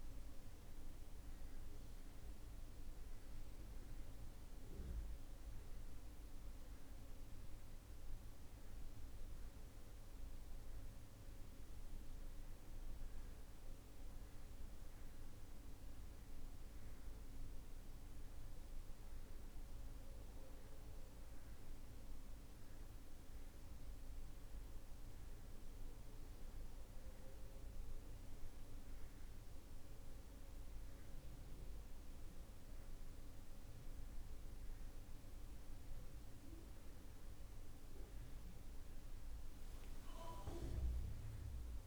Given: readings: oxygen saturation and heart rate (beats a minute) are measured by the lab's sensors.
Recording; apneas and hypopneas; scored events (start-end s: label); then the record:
breathing in sleep, hard to hear, by a room microphone; none
0.00-1.00 s: arousal
10.50-32.50 s: oxygen desaturation (device-marked, oxygen 96% before, 91% lowest)
From the record:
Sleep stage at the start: N2 (light sleep); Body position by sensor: on the back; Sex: male